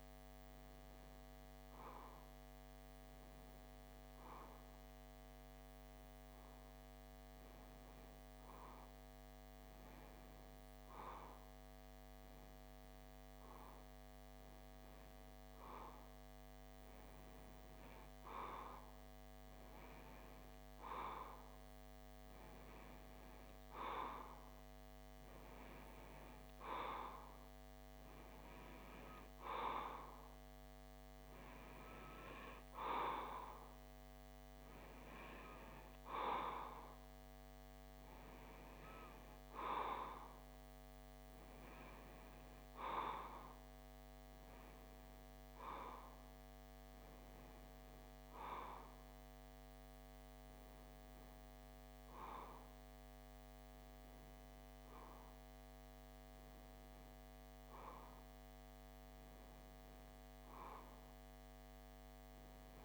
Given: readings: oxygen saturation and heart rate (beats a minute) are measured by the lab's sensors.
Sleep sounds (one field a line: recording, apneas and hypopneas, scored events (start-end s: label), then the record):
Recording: breathing in sleep by a microphone on the trachea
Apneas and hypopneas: none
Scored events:
54.00-62.85 s: new sleep stage, N2 (light sleep)
From the record:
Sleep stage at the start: REM sleep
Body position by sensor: on the left side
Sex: male